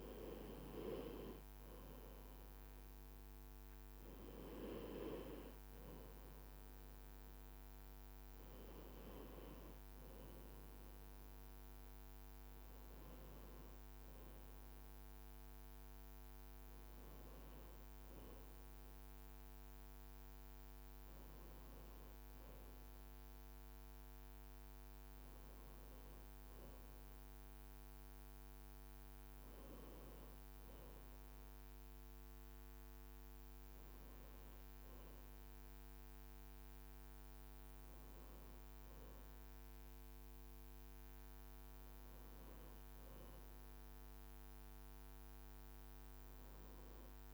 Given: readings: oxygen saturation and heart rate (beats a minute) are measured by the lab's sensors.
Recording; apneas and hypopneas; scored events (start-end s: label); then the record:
breathing in sleep by a microphone on the trachea; none
0.00-1.50 s: arousal
10.00-40.00 s: new sleep stage, N1 (lightest sleep)
40.00-47.34 s: new sleep stage, N2 (light sleep)
40.50-45.00 s: arousal
From the record:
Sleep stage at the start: N2 (light sleep); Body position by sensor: on the back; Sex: male